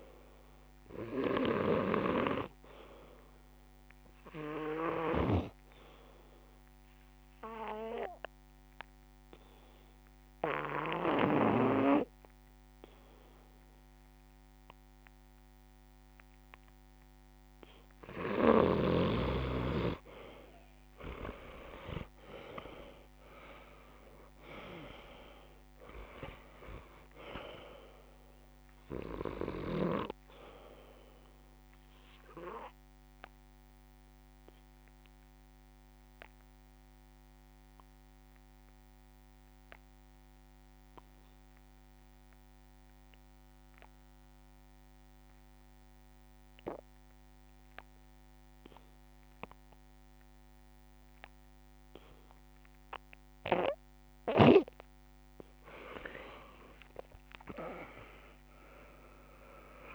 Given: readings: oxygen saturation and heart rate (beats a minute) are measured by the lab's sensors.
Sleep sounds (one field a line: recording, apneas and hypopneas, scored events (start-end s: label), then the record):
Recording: breathing in sleep by a microphone on the trachea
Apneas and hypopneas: 2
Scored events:
0.00-11.50 s: snoring (device-marked)
0.00-12.50 s: oxygen desaturation (device-marked, oxygen 90% lowest)
4.00-17.00 s: hypopnea (oxygen 98% before, 88% lowest)
20.50-25.00 s: arousal
21.50-43.50 s: oxygen desaturation (device-marked, oxygen 94% before, 88% lowest)
32.50-53.50 s: obstructive apnea (oxygen 94% before, 88% lowest)
53.50-59.95 s: oxygen desaturation (device-marked, oxygen 98% before, 89% lowest)
From the record:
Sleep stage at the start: N2 (light sleep)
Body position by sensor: on the back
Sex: male